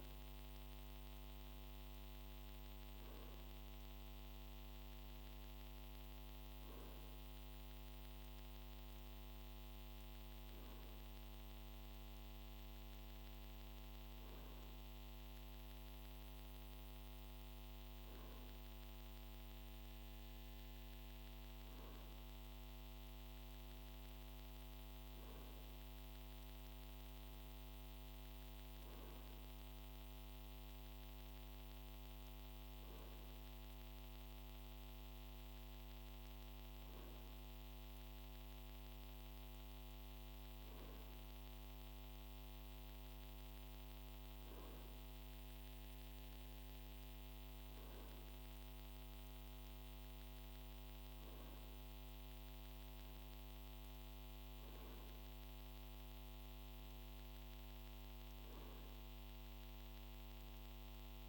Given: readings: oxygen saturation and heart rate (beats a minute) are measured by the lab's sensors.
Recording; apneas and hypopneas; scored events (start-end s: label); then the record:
breathing in sleep, hard to hear, by a microphone on the trachea; none
none scored
From the record:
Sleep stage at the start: N2 (light sleep); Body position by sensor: on the right side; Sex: male